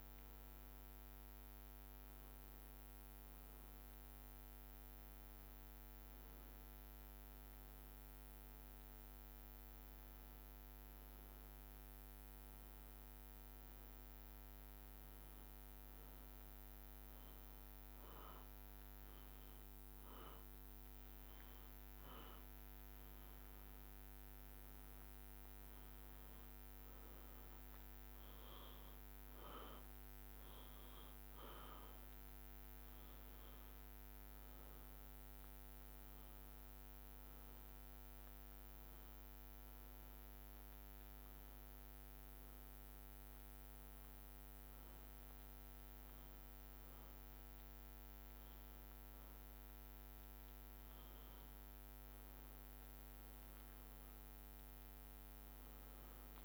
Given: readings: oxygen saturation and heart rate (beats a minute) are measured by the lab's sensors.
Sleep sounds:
breathing in sleep, hard to hear, by a microphone on the trachea; none
1.00-56.45 s: new sleep stage, N2 (light sleep)
48.50-50.50 s: long interval between heartbeats (device-marked, heart rate 64 before, 63 extreme)
54.00-56.45 s: drop in pulse transit time (device-marked, heart rate 64 before, 62 extreme)
From the record:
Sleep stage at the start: N1 (lightest sleep); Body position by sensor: on the back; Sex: male

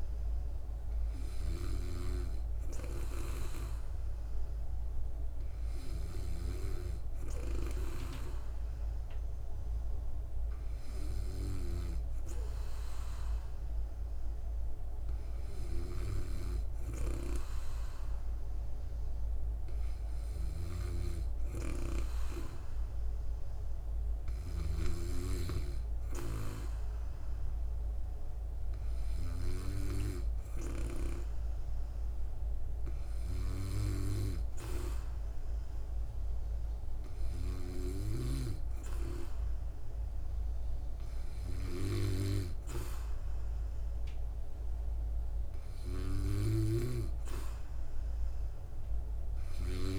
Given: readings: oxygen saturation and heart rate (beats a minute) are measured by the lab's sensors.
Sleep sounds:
breathing in sleep by a room microphone; 1
30.50-44.50 s: hypopnea (oxygen 96% before, 93% lowest, heart rate 65 before, 58 extreme, up 3 after)
46.50-49.99 s: snoring (device-marked)
47.00-49.99 s: arousal
From the record:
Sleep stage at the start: N2 (light sleep); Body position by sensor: on the back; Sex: female

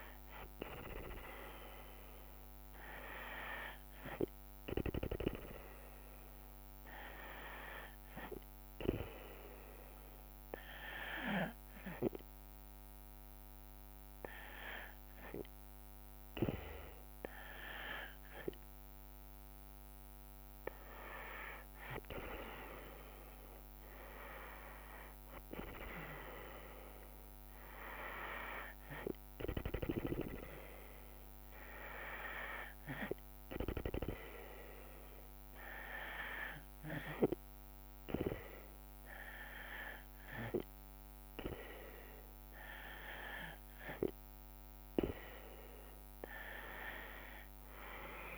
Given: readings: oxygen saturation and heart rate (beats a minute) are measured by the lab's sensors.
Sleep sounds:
breathing in sleep by a microphone on the trachea; 1
0.50-4.00 s: arousal
9.50-19.50 s: hypopnea (oxygen 96% before, 94% lowest, heart rate 77 before, 71 extreme, up 10 after)
22.50-27.00 s: arousal
47.00-48.38 s: drop in pulse transit time (device-marked, heart rate 74 before, 74 extreme)
From the record:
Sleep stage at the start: N2 (light sleep); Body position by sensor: on the back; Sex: female

